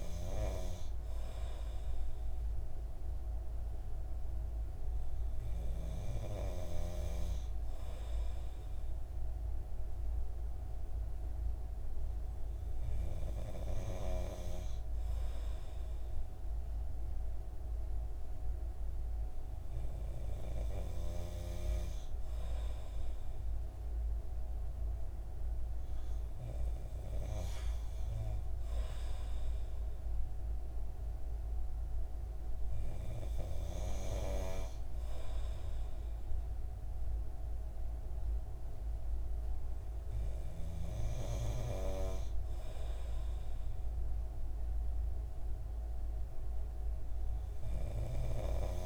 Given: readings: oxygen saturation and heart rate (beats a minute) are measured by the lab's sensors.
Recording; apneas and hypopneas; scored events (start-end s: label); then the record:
breathing in sleep by a room microphone; none
none scored
From the record:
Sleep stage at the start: N2 (light sleep); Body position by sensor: on the right side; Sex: male